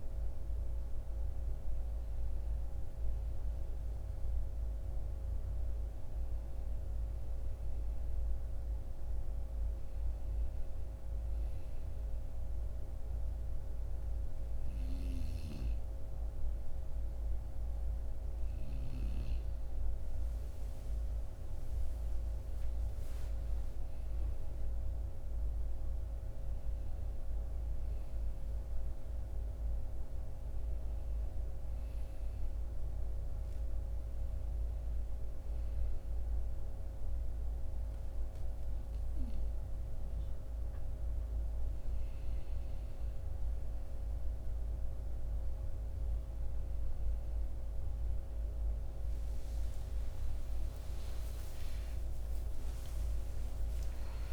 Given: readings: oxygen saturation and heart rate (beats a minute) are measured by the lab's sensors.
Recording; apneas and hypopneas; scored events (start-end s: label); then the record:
breathing in sleep, hard to hear, by a room microphone; none
0.00-7.00 s: oxygen desaturation (device-marked, oxygen 93% lowest, heart rate 58 extreme)
7.00-54.33 s: new sleep stage, N2 (light sleep)
50.00-54.33 s: arousal
From the record:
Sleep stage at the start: N1 (lightest sleep); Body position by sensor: on the right side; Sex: male